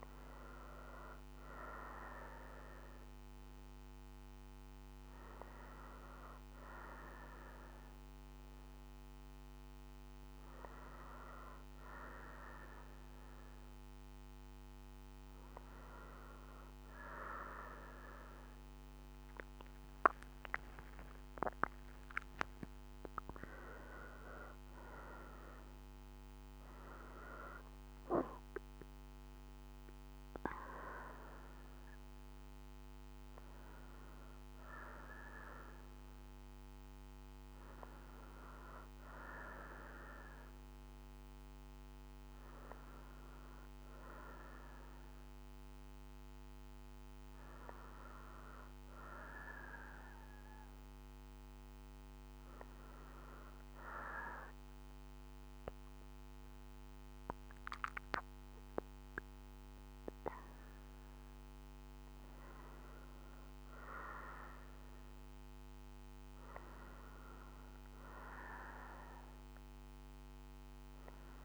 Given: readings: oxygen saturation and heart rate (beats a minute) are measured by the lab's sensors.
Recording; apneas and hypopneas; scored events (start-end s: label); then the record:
breathing in sleep by a microphone on the trachea; 1
19.50-23.50 s: arousal
52.50-63.00 s: hypopnea (oxygen 95% before, 91% lowest, heart rate 63 before, 61 extreme, up 1 after)
65.50-70.00 s: arousal
From the record:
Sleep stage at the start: N2 (light sleep); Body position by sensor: on the right side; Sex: female